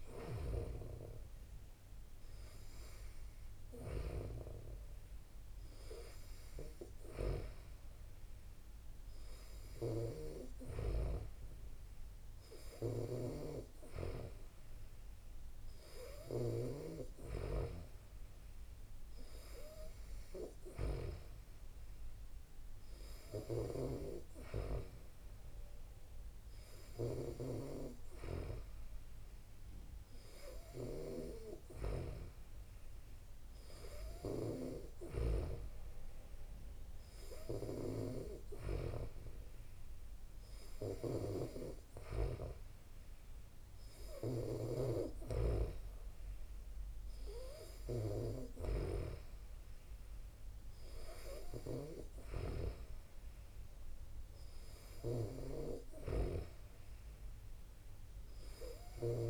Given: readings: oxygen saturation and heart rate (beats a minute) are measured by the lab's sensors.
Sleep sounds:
breathing in sleep by a room microphone; none
13.00-17.00 s: snoring (device-marked)
23.50-27.50 s: snoring (device-marked)
41.00-45.00 s: snoring (device-marked)
From the record:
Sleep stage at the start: N2 (light sleep); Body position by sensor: on the back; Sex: female

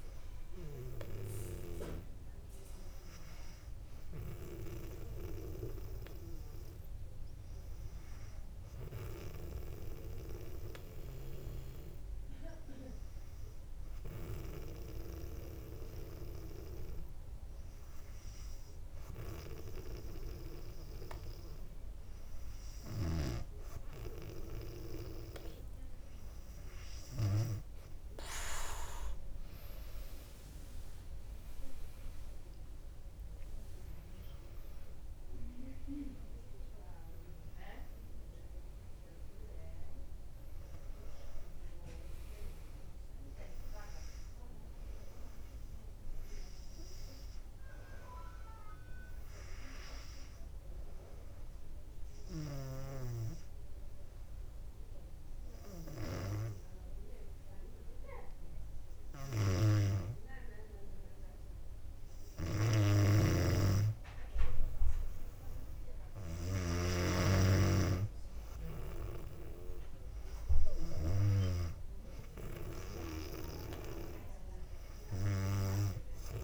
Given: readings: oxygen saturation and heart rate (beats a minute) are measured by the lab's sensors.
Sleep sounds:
breathing in sleep by a room microphone; 2
6.00-24.50 s: hypopnea (oxygen 98% before, 95% lowest, heart rate 64 before, 58 extreme, up 4 after)
29.50-34.00 s: arousal
50.00-61.50 s: hypopnea (oxygen 99% before, 95% lowest, heart rate 64 before, 59 extreme, up 3 after)
63.00-67.00 s: snoring (device-marked)
64.50-69.00 s: arousal
70.00-76.44 s: drop in pulse transit time (device-marked, heart rate 60 before, 62 extreme)
72.00-76.44 s: oxygen desaturation (device-marked, oxygen 99% before, 95% lowest, heart rate 61 before, 61 extreme)
From the record:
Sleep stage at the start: N2 (light sleep); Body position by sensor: on the back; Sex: female

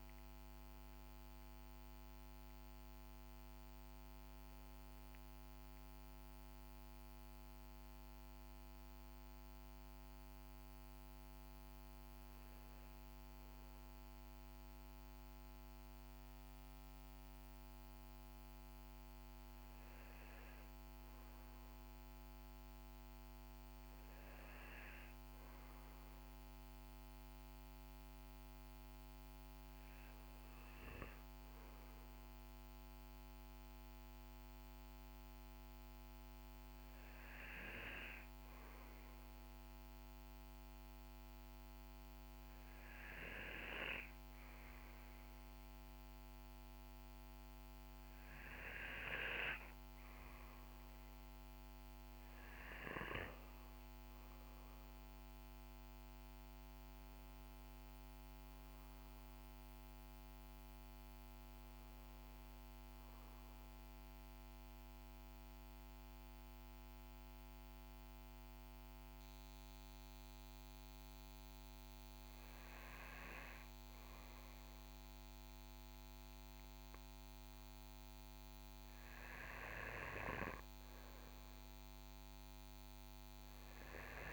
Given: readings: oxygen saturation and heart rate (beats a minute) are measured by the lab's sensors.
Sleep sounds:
breathing in sleep by a microphone on the trachea; 2
35.00-48.00 s: hypopnea (oxygen 95% before, 92% lowest, heart rate 59 before, 56 extreme, up 9 after)
51.00-54.50 s: arousal
62.50-72.50 s: central apnea (oxygen 93% before, 92% lowest, heart rate 61 before, 56 extreme, up 5 after)
74.50-78.00 s: arousal
From the record:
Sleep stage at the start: N2 (light sleep); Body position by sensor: on the right side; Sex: male

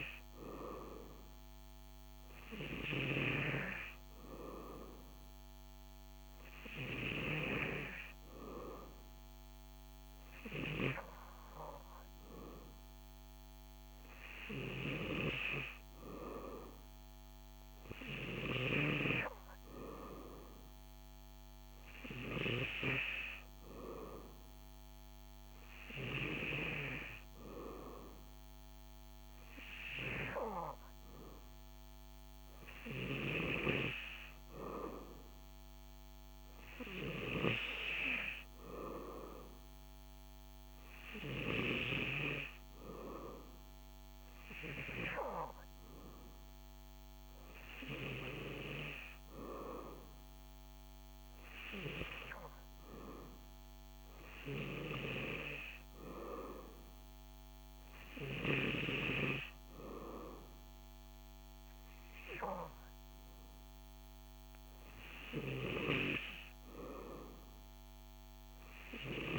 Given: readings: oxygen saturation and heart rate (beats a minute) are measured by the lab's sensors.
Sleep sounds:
breathing in sleep by a microphone on the trachea; none
none scored
From the record:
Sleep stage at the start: N3 (deep sleep); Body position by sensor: on the back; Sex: male

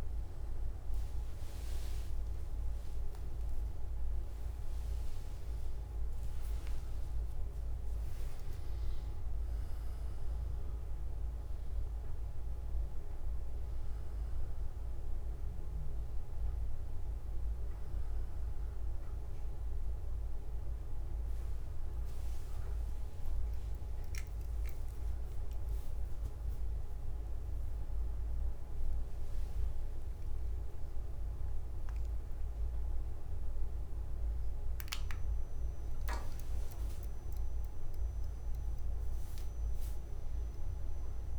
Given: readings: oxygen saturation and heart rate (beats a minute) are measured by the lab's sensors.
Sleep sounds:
breathing in sleep, hard to hear, by a room microphone; none
none scored
From the record:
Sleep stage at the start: N2 (light sleep); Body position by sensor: on the back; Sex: male

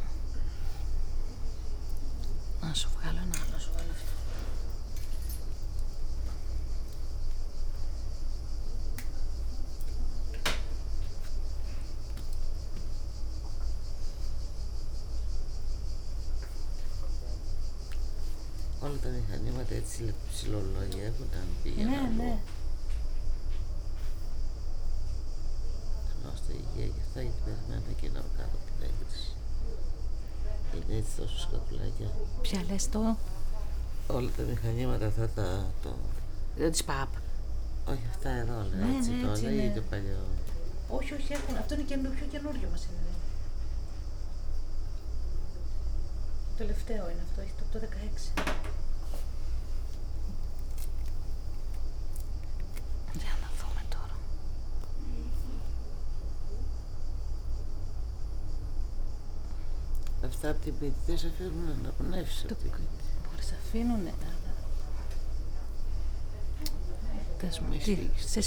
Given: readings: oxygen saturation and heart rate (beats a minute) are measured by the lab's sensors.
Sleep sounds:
a person awake in a sleep study, by a room microphone; none
2.00-7.00 s: tachycardia (device-marked, heart rate 77 before, 106 extreme)
4.00-8.50 s: leg movement (device-marked)
4.50-6.50 s: long interval between heartbeats (device-marked, heart rate 93 before, 93 extreme)
10.50-14.00 s: leg movement (device-marked)
19.50-23.00 s: leg movement (device-marked)
34.00-40.00 s: tachycardia (device-marked, heart rate 77 before, 115 extreme)
34.50-43.50 s: leg movement (device-marked)
35.00-37.00 s: long interval between heartbeats (device-marked, heart rate 74 before, 95 extreme)
37.00-39.00 s: long interval between heartbeats (device-marked, heart rate 77 before, 106 extreme)
41.00-43.00 s: long interval between heartbeats (device-marked, heart rate 85 before, 104 extreme)
44.50-45.50 s: leg movement (device-marked)
49.00-50.00 s: leg movement (device-marked)
57.50-60.00 s: leg movement (device-marked)
60.00-64.50 s: snoring (device-marked)
62.00-64.50 s: leg movement (device-marked)
From the record:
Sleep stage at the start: awake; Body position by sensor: on the back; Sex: female

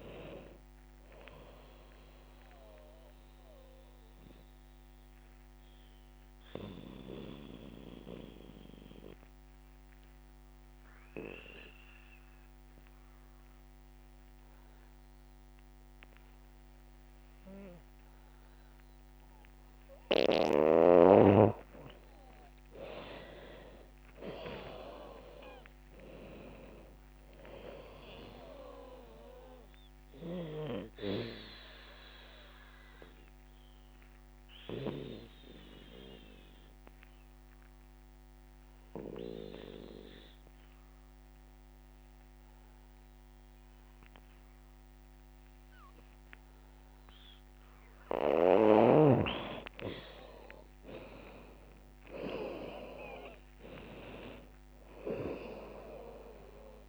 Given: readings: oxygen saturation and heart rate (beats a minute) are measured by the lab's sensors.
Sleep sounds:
breathing in sleep by a microphone on the trachea; 2
0.00-7.00 s: drop in pulse transit time (device-marked, heart rate 63 extreme)
3.00-20.00 s: obstructive apnea (oxygen 94% before, 82% lowest, heart rate 71 before, 61 extreme, up 15 after)
3.00-26.00 s: oxygen desaturation (device-marked, oxygen 94% before, 83% lowest, heart rate 71 before, 61 extreme)
4.00-6.00 s: bradycardia (device-marked, heart rate 79 before, 66 extreme)
22.50-26.00 s: arousal
31.00-48.50 s: obstructive apnea (oxygen 94% before, 81% lowest, heart rate 71 before, 62 extreme, up 18 after)
36.00-45.00 s: oxygen desaturation (device-marked, oxygen 94% before, 84% lowest, heart rate 71 before, 62 extreme)
50.50-55.00 s: arousal
From the record:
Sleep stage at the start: N2 (light sleep); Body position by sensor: on the back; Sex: female

